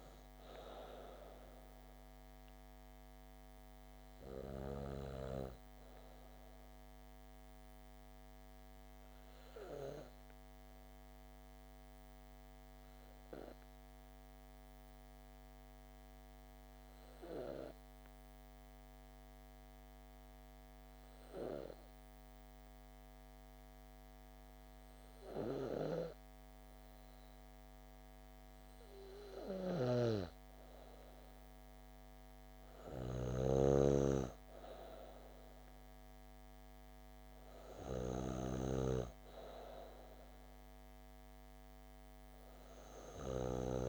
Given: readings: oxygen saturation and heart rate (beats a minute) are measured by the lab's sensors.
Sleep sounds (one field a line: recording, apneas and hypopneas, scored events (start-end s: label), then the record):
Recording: breathing in sleep by a microphone on the trachea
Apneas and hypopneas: 1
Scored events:
0.00-11.00 s: oxygen desaturation (device-marked, oxygen 92% lowest, heart rate 66 extreme)
10.00-30.50 s: obstructive apnea (oxygen 97% before, 93% lowest, heart rate 161 before, 66 extreme, up 52 after)
29.00-43.89 s: oxygen desaturation (device-marked, oxygen 97% before, 93% lowest, heart rate 125 before, 90 extreme)
32.00-35.50 s: arousal
From the record:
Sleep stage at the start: N2 (light sleep)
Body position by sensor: on the back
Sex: female